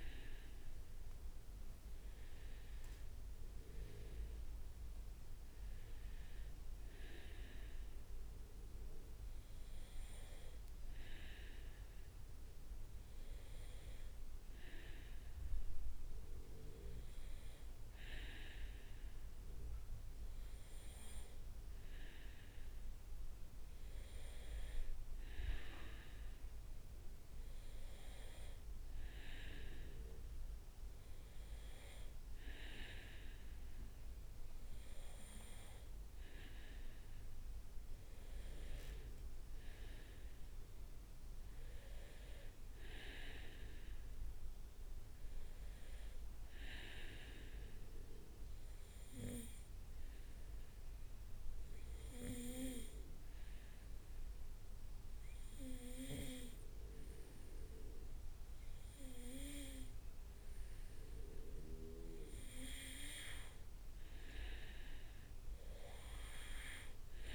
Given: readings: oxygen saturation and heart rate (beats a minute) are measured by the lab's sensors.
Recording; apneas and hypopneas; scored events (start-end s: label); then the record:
breathing in sleep by a room microphone; 1
48.00-62.00 s: obstructive apnea (oxygen 97% before, 94% lowest, heart rate 71 before, 70 extreme, up 3 after)
63.50-67.35 s: arousal
From the record:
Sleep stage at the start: N2 (light sleep); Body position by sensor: on the right side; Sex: male